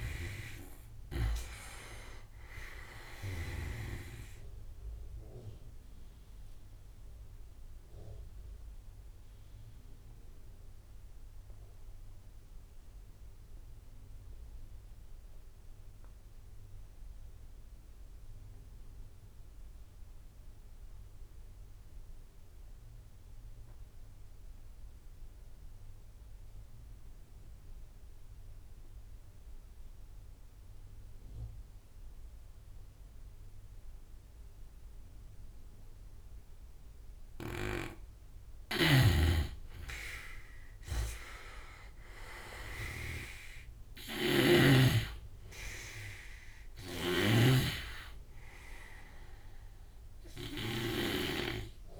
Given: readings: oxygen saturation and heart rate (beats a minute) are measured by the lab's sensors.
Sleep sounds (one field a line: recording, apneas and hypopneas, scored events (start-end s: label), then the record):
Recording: breathing in sleep by a room microphone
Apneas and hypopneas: 1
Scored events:
0.00-11.50 s: oxygen desaturation (device-marked, oxygen 89% lowest)
5.00-36.50 s: obstructive apnea (oxygen 99% before, 86% lowest)
31.50-51.50 s: oxygen desaturation (device-marked, oxygen 98% before, 86% lowest)
38.50-42.00 s: arousal
43.00-52.00 s: snoring (device-marked)
From the record:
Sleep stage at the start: N2 (light sleep)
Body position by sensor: on the right side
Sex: male